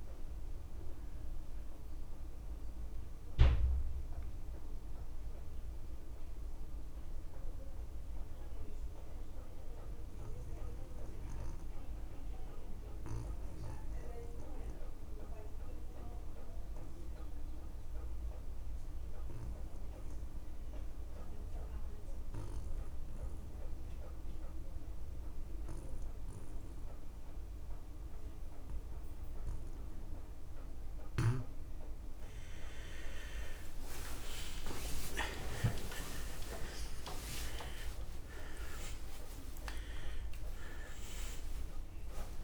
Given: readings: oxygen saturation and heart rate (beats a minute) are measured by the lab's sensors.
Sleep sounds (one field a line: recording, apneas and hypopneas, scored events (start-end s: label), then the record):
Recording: a person partly awake in a sleep study, by a room microphone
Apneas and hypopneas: 1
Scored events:
0.00-26.50 s: oxygen desaturation (device-marked, oxygen 83% lowest)
5.00-32.00 s: obstructive apnea (oxygen 96% before, 83% lowest)
30.50-42.44 s: new sleep stage, awake
35.50-37.50 s: long interval between heartbeats (device-marked)
39.50-42.44 s: oxygen desaturation (device-marked, oxygen 97% before, 85% lowest)
40.00-42.00 s: long interval between heartbeats (device-marked)
From the record:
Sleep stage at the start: N2 (light sleep)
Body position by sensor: on the back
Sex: male